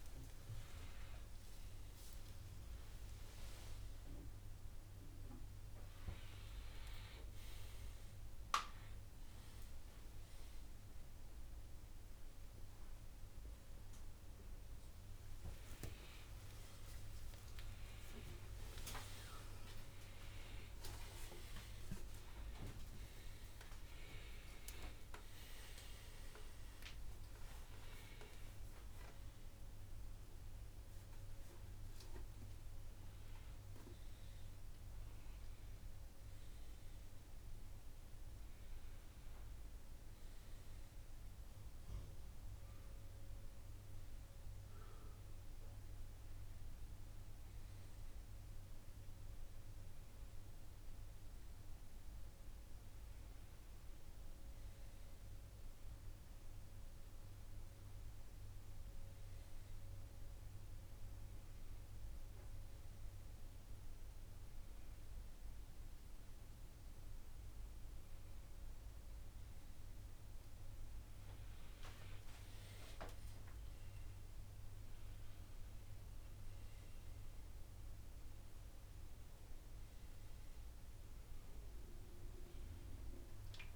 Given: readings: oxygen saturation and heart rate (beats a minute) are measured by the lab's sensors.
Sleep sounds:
a person awake in a sleep study, by a room microphone; none
38.00-43.00 s: oxygen desaturation (device-marked, oxygen 100% before, 98% lowest, heart rate 119 before, 98 extreme)
From the record:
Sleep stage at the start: awake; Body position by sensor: upright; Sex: male

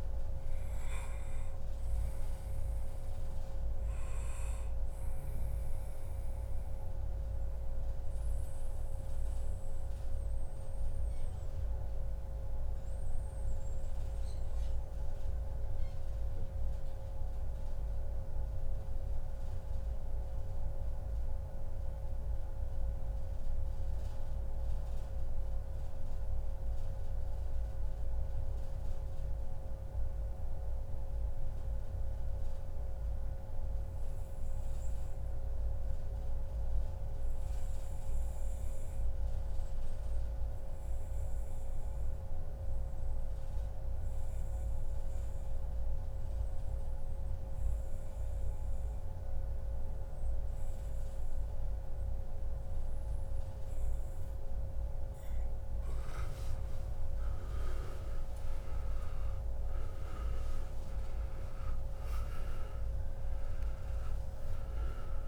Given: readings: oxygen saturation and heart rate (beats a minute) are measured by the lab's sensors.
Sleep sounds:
breathing in sleep, hard to hear, by a room microphone; 1
0.00-7.00 s: oxygen desaturation (device-marked, oxygen 92% lowest, heart rate 141 extreme)
8.50-54.00 s: mixed apnea (oxygen 98% before, 90% lowest, heart rate 142 before, 81 extreme, up 60 after)
41.00-62.00 s: oxygen desaturation (device-marked, oxygen 98% before, 93% lowest, heart rate 144 before, 81 extreme)
41.50-43.50 s: long interval between heartbeats (device-marked, heart rate 144 before, 131 extreme)
56.00-61.00 s: arousal
From the record:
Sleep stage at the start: N2 (light sleep); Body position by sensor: on the back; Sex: male

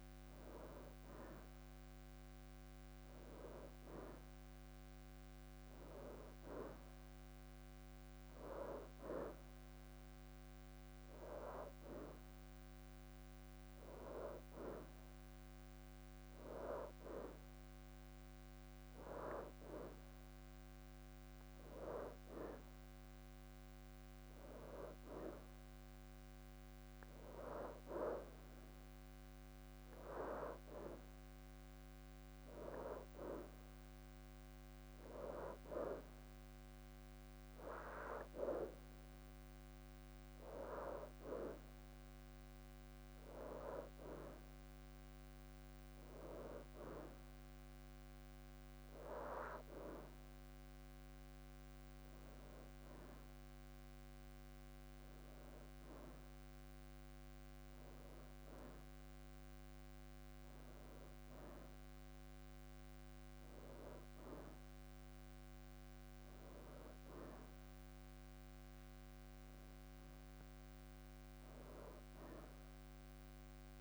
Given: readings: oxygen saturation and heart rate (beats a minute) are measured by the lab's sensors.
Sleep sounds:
breathing in sleep by a microphone on the trachea; none
3.50-6.50 s: leg movement (device-marked)
18.00-20.50 s: leg movement (device-marked)
24.50-28.00 s: leg movement (device-marked)
36.00-41.00 s: leg movement (device-marked)
70.00-72.50 s: leg movement (device-marked)
From the record:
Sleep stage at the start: N2 (light sleep); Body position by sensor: on the right side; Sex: female

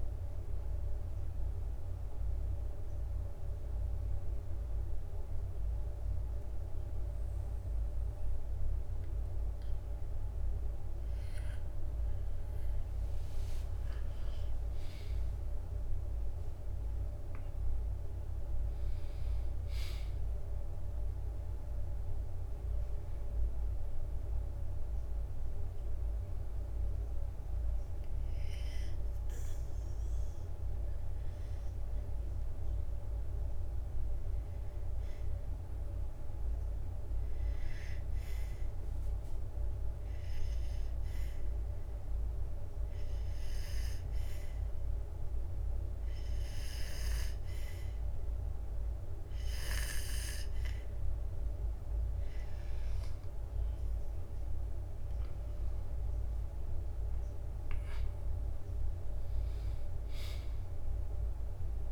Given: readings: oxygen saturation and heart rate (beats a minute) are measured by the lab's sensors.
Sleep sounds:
breathing in sleep, hard to hear, by a room microphone; 2
0.00-2.00 s: drop in pulse transit time (device-marked, heart rate 57 extreme)
1.00-10.00 s: bradycardia (device-marked, heart rate 61 before, 55 extreme)
1.50-12.50 s: obstructive apnea (oxygen 97% before, 96% lowest, heart rate 58 before, 50 extreme, up 18 after)
13.50-15.50 s: long interval between heartbeats (device-marked, heart rate 59 before, 68 extreme)
13.50-18.50 s: arousal
14.00-25.00 s: drop in pulse transit time (device-marked, heart rate 59 before, 56 extreme)
20.00-58.00 s: bradycardia (device-marked, heart rate 60 before, 50 extreme)
26.00-54.00 s: obstructive apnea (oxygen 97% before, 95% lowest, heart rate 62 before, 50 extreme, up 8 after)
54.00-61.92 s: drop in pulse transit time (device-marked, heart rate 52 before, 53 extreme)
57.00-61.00 s: arousal
From the record:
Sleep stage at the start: N2 (light sleep); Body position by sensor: on the back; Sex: male

